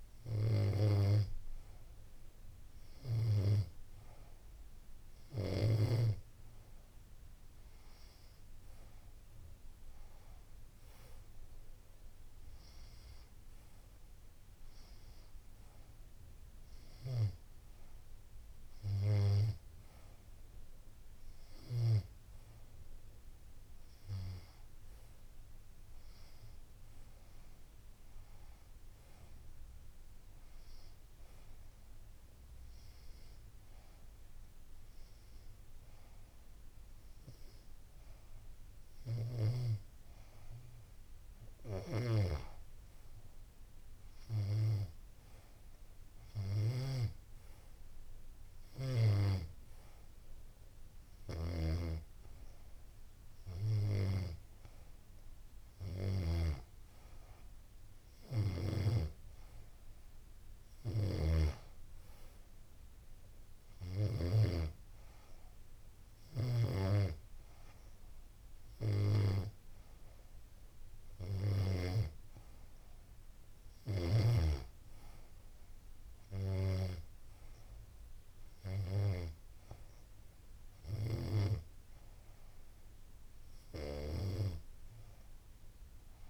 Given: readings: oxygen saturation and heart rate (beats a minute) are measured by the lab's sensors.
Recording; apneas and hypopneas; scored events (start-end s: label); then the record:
breathing in sleep by a room microphone; none
none scored
From the record:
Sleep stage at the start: N2 (light sleep); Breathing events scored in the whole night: 111 in 5.1 hours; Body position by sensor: on the back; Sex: female